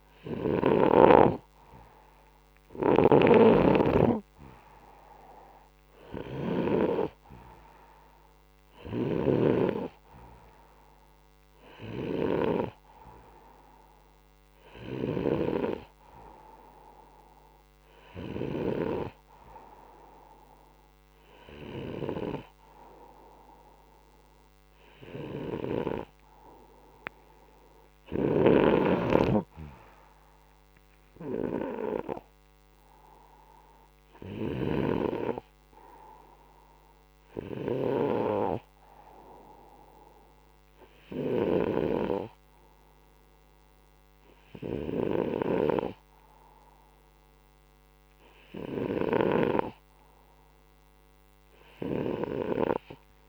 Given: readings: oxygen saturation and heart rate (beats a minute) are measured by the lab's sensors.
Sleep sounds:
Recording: breathing in sleep by a microphone on the trachea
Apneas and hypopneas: none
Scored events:
2.50-6.00 s: arousal
2.50-9.00 s: snoring (device-marked)
28.00-34.50 s: snoring (device-marked)
From the record:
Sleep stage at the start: N2 (light sleep)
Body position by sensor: upright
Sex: male

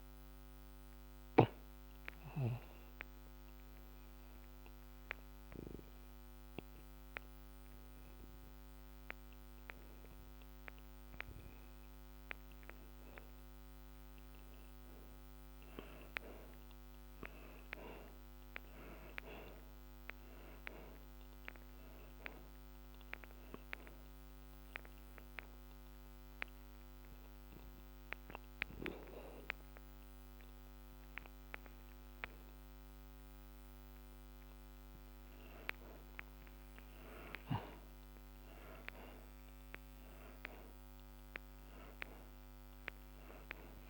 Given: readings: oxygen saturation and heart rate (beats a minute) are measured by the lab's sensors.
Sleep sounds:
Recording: breathing in sleep by a microphone on the trachea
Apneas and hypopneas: 2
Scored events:
0.00-15.00 s: oxygen desaturation (device-marked, oxygen 76% lowest)
2.50-14.50 s: obstructive apnea (oxygen 94% before, 76% lowest)
16.50-20.50 s: arousal
22.00-38.00 s: oxygen desaturation (device-marked, oxygen 91% before, 77% lowest)
25.50-35.50 s: obstructive apnea (oxygen 92% before, 76% lowest)
37.50-41.00 s: arousal
From the record:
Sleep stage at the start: N2 (light sleep)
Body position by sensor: on the back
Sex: male

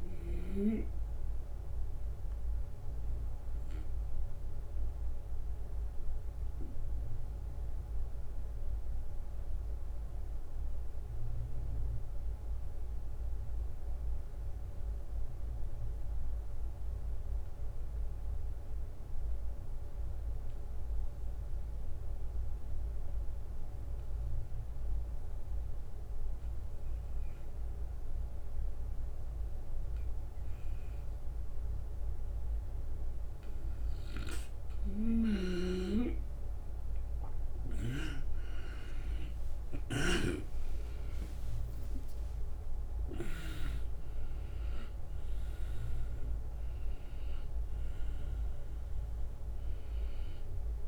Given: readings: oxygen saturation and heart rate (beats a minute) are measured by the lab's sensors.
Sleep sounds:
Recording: breathing in sleep by a room microphone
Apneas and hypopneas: 1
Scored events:
0.00-2.50 s: oxygen desaturation (device-marked, oxygen 90% lowest, heart rate 73 extreme)
0.00-3.50 s: drop in pulse transit time (device-marked, heart rate 78 extreme)
3.50-33.00 s: obstructive apnea (oxygen 97% before, 89% lowest, heart rate 82 before, 73 extreme, up 10 after)
31.50-50.88 s: oxygen desaturation (device-marked, oxygen 97% before, 89% lowest, heart rate 75 before, 73 extreme)
33.50-40.00 s: snoring (device-marked)
37.00-42.00 s: arousal
38.50-50.88 s: drop in pulse transit time (device-marked, heart rate 76 before, 76 extreme)
From the record:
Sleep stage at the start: N2 (light sleep)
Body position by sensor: on the right side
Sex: male

